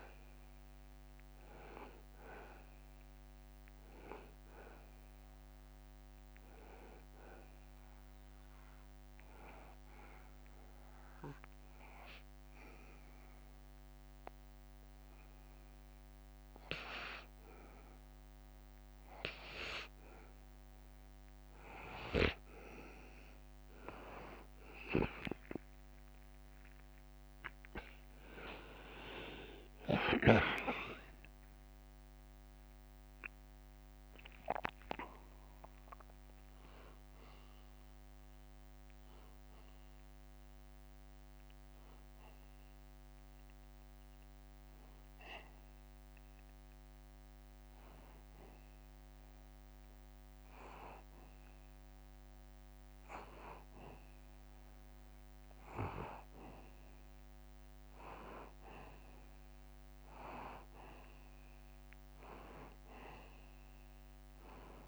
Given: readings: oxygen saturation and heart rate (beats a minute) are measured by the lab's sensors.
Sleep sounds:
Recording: breathing in sleep by a microphone on the trachea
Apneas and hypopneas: 2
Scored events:
0.00-11.00 s: oxygen desaturation (device-marked, oxygen 91% lowest, heart rate 78 extreme)
0.50-21.00 s: hypopnea (oxygen 94% before, 88% lowest, heart rate 79 before, 78 extreme, up 1 after)
26.50-32.00 s: arousal
28.00-49.00 s: oxygen desaturation (device-marked, oxygen 94% before, 88% lowest, heart rate 79 before, 78 extreme)
34.00-50.00 s: drop in pulse transit time (device-marked, heart rate 79 before, 81 extreme)
40.50-53.00 s: hypopnea (oxygen 94% before, 88% lowest, heart rate 81 before, 78 extreme, up 0 after)
56.50-60.50 s: arousal
From the record:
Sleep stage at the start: N2 (light sleep)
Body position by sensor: on the back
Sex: male

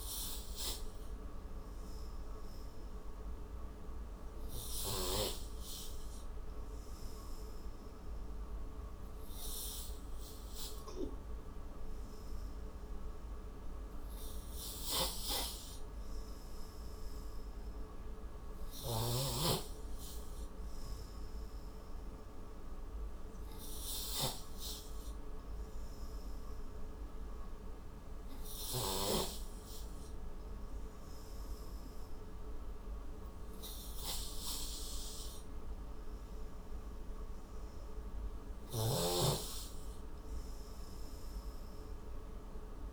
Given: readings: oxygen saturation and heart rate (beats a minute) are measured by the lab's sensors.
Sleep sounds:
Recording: breathing in sleep by a room microphone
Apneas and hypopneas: none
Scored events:
14.50-19.50 s: snoring (device-marked)
38.50-42.93 s: snoring (device-marked)
From the record:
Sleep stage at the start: N3 (deep sleep)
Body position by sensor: on the right side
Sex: male

